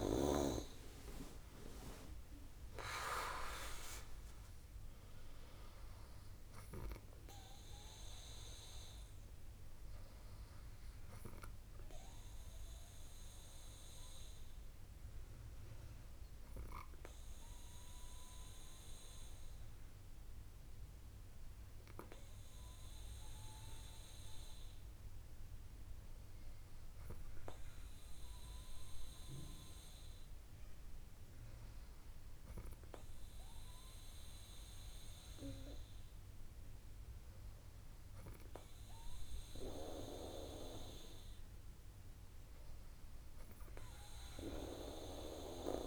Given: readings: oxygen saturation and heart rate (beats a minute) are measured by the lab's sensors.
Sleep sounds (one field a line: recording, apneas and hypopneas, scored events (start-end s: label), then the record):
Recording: breathing in sleep by a room microphone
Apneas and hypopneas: 1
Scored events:
19.00-41.00 s: hypopnea (oxygen 97% before, 96% lowest, heart rate 68 before, 65 extreme, up 3 after)
43.50-45.87 s: arousal
From the record:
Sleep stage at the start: N2 (light sleep)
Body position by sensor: on the back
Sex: female